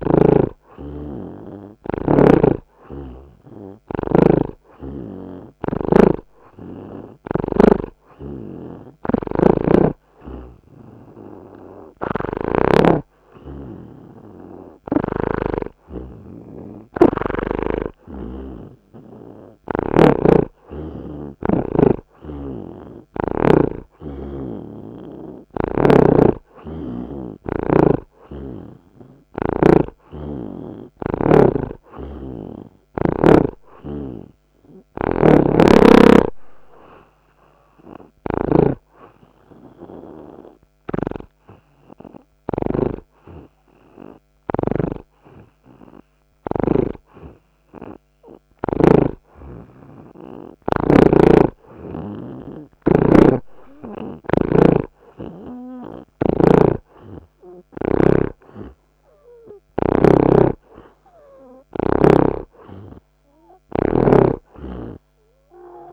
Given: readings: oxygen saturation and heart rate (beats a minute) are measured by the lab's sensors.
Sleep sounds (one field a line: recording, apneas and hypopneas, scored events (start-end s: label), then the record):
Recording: breathing in sleep by a microphone on the trachea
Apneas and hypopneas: 1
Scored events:
1.00-8.00 s: snoring (device-marked)
22.50-26.00 s: snoring (device-marked)
38.00-49.00 s: snoring (device-marked)
39.00-49.00 s: hypopnea (oxygen 82% before, 73% lowest)
51.00-54.50 s: arousal
51.00-54.50 s: snoring (device-marked)
56.50-64.00 s: snoring (device-marked)
64.00-65.92 s: oxygen desaturation (device-marked, oxygen 84% before, 73% lowest)
From the record:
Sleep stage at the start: N2 (light sleep)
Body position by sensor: on the right side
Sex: male